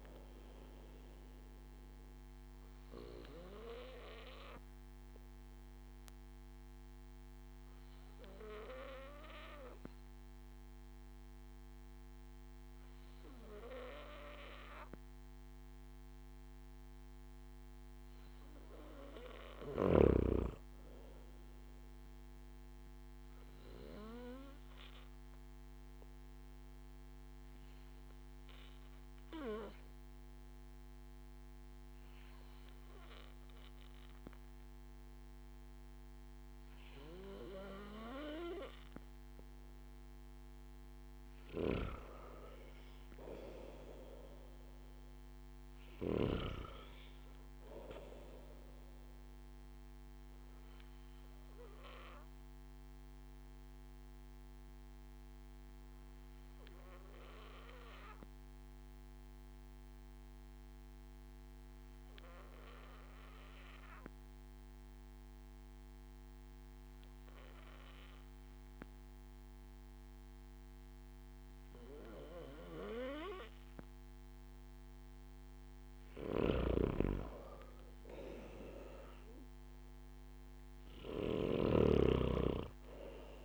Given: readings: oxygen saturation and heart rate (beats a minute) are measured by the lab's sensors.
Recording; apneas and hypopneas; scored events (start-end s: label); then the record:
breathing in sleep by a microphone on the trachea; 3
2.50-17.00 s: obstructive apnea (oxygen 97% before, 93% lowest)
18.50-21.50 s: arousal
23.50-40.50 s: obstructive apnea (oxygen 96% before, 93% lowest)
42.50-46.50 s: arousal
52.00-74.00 s: obstructive apnea (oxygen 96% before, 93% lowest)
75.50-83.45 s: oxygen desaturation (device-marked, oxygen 97% before, 93% lowest)
76.00-80.50 s: arousal
From the record:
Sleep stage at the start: N2 (light sleep); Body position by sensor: on the back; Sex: male